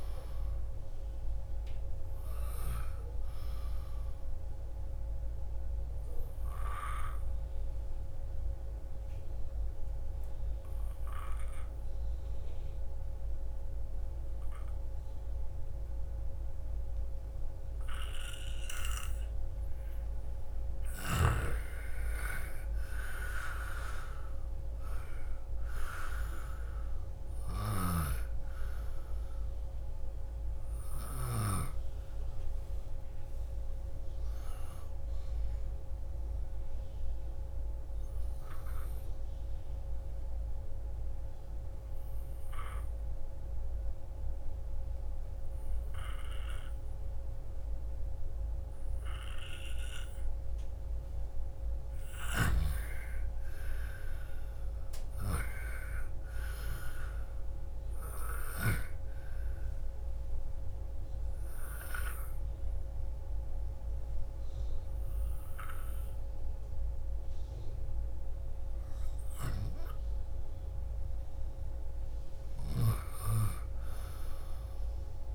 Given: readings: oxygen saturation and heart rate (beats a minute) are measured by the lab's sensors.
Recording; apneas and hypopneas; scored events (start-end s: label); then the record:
breathing in sleep by a room microphone; 3
0.00-3.00 s: oxygen desaturation (device-marked, oxygen 98% before, 92% lowest, heart rate 61 before, 48 extreme)
5.00-20.50 s: obstructive apnea (oxygen 98% before, 88% lowest)
22.50-25.50 s: arousal
34.00-53.00 s: oxygen desaturation (device-marked, oxygen 96% before, 88% lowest)
36.00-51.00 s: obstructive apnea (oxygen 98% before, 88% lowest, heart rate 68 before, 27 extreme, up 45 after)
53.00-56.50 s: arousal
60.00-71.00 s: obstructive apnea (oxygen 98% before, 88% lowest, heart rate 51 before, 45 extreme, up 14 after)
61.00-75.35 s: oxygen desaturation (device-marked, oxygen 98% before, 88% lowest, heart rate 52 before, 45 extreme)
73.50-75.35 s: arousal
From the record:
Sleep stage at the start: N2 (light sleep); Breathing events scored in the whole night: 736 in 7.4 hours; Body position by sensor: on the left side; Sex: female